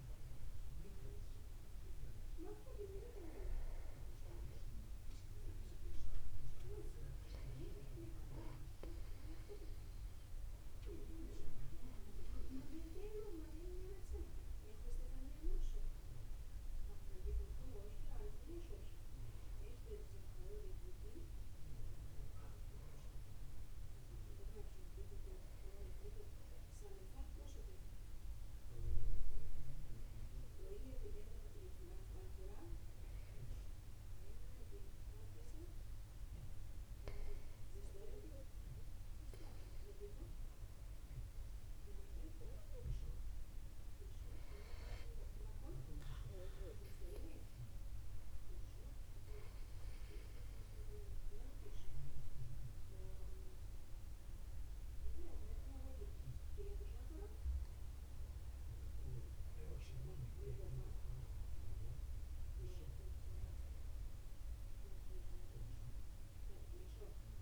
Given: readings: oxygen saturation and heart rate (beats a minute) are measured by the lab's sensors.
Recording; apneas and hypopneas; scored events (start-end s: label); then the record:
breathing in sleep by a room microphone; 1
23.50-37.00 s: obstructive apnea (oxygen 97% before, 95% lowest, heart rate 51 before, 51 extreme, up 1 after)
41.00-45.50 s: arousal
From the record:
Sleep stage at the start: N2 (light sleep); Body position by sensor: upright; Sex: male